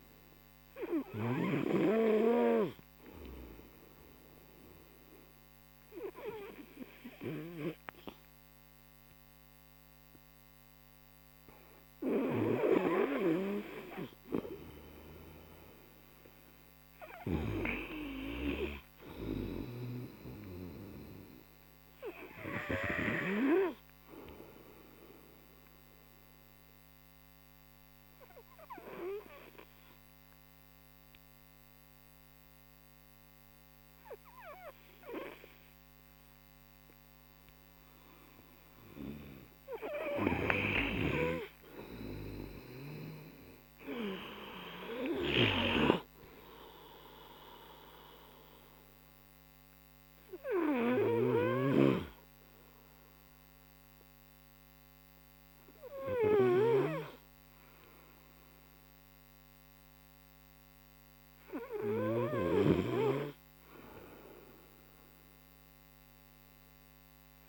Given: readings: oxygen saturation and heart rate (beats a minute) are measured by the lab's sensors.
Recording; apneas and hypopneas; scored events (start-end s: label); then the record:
breathing in sleep by a microphone on the trachea; 2
0.00-13.50 s: oxygen desaturation (device-marked, oxygen 92% lowest)
4.50-14.50 s: obstructive apnea (oxygen 98% before, 92% lowest)
16.50-20.00 s: arousal
28.00-39.50 s: hypopnea (oxygen 95% before, 92% lowest)
42.50-46.00 s: arousal
50.50-63.50 s: oxygen desaturation (device-marked, oxygen 96% before, 92% lowest)
65.50-67.49 s: oxygen desaturation (device-marked, oxygen 98% before, 94% lowest)
From the record:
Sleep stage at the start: N2 (light sleep); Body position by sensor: on the right side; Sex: male